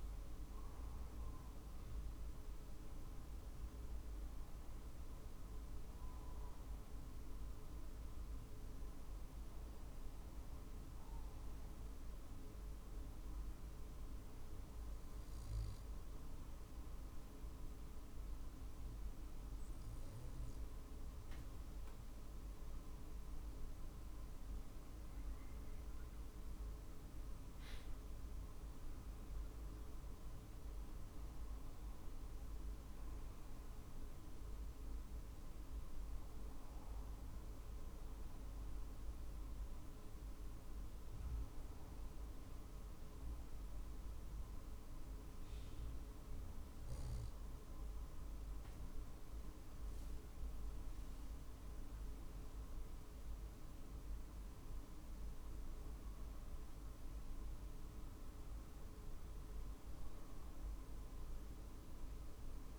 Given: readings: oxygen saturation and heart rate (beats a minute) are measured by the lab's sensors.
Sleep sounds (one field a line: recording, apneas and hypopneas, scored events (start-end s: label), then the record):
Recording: breathing in sleep, hard to hear, by a room microphone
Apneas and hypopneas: 1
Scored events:
0.00-6.50 s: drop in pulse transit time (device-marked, heart rate 47 extreme)
11.50-23.50 s: hypopnea (oxygen 95% before, 93% lowest, heart rate 49 before, 47 extreme, up 4 after)
25.00-29.50 s: arousal
26.50-39.50 s: drop in pulse transit time (device-marked, heart rate 47 before, 48 extreme)
From the record:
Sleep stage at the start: N2 (light sleep)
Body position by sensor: on the right side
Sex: male